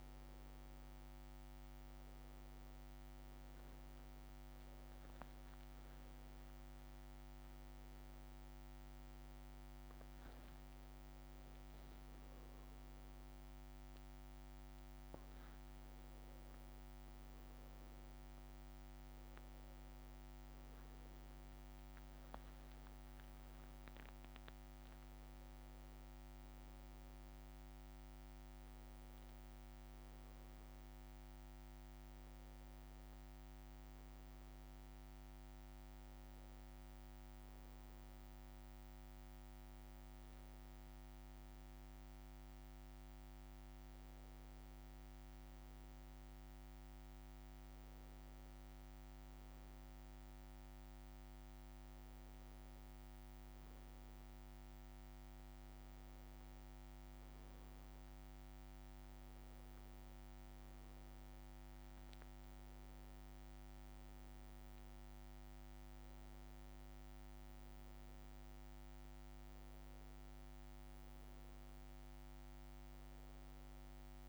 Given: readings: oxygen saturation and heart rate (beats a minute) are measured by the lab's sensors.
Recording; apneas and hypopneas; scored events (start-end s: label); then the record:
a person awake in a sleep study, hard to hear, by a microphone on the trachea; none
none scored
From the record:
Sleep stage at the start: awake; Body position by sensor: on the back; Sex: male